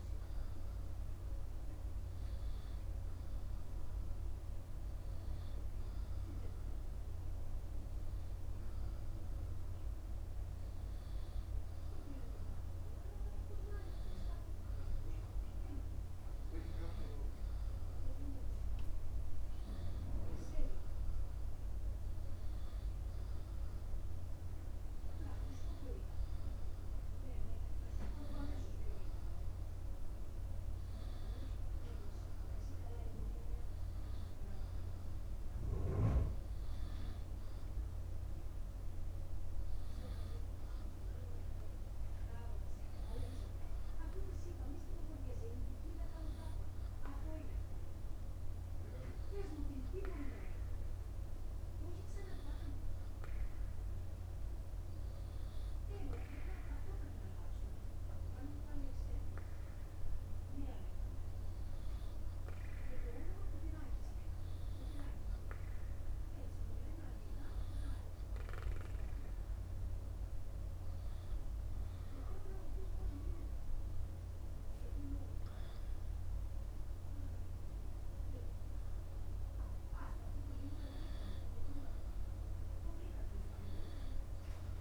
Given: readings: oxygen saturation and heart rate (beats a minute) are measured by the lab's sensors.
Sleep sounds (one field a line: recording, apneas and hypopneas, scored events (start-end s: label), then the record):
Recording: breathing in sleep by a room microphone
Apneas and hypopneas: none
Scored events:
74.50-78.50 s: arousal
From the record:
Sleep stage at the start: N2 (light sleep)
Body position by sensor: upright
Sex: male